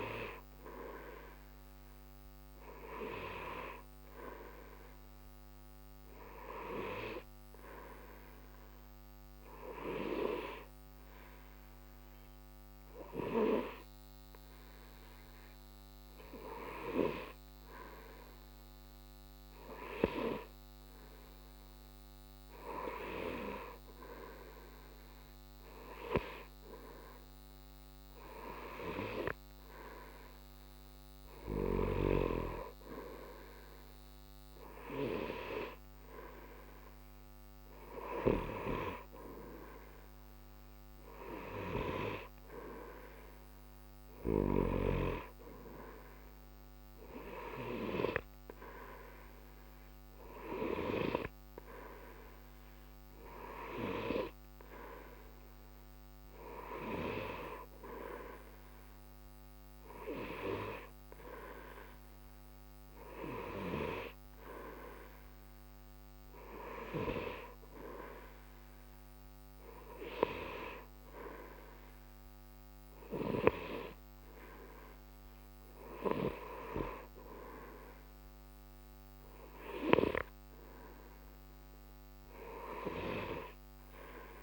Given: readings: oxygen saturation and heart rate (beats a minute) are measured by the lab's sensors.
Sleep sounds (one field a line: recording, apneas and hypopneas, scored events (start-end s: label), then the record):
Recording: breathing in sleep by a microphone on the trachea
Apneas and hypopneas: 1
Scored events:
3.50-19.50 s: hypopnea (oxygen 94% before, 93% lowest, heart rate 60 before, 60 extreme, up 0 after)
21.00-25.00 s: arousal
From the record:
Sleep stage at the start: N2 (light sleep)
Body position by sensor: on the right side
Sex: male